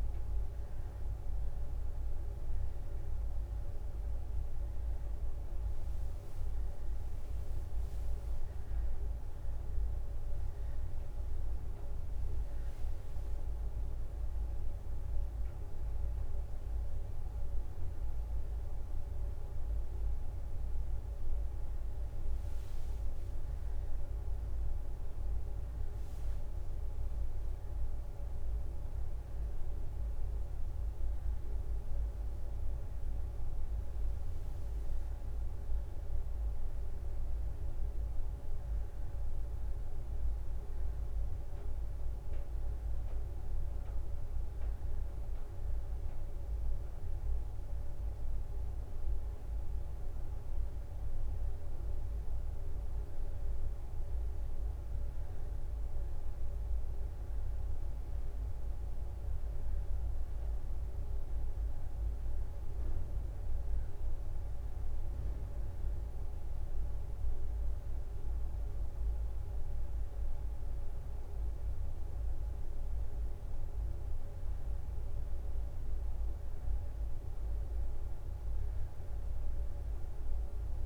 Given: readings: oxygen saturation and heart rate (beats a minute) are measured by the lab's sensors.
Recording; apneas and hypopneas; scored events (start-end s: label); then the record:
a person awake in a sleep study, hard to hear, by a room microphone; none
0.00-5.00 s: leg movement (device-marked)
0.00-9.00 s: drop in pulse transit time (device-marked, heart rate 61 extreme)
13.00-23.00 s: leg movement (device-marked)
26.50-35.00 s: leg movement (device-marked)
44.50-52.00 s: leg movement (device-marked)
45.00-47.00 s: bradycardia (device-marked, heart rate 65 before, 61 extreme)
59.00-61.00 s: bradycardia (device-marked, heart rate 65 before, 60 extreme)
71.00-80.86 s: drop in pulse transit time (device-marked, heart rate 62 before, 59 extreme)
From the record:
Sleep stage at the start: awake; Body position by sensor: on the right side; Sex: female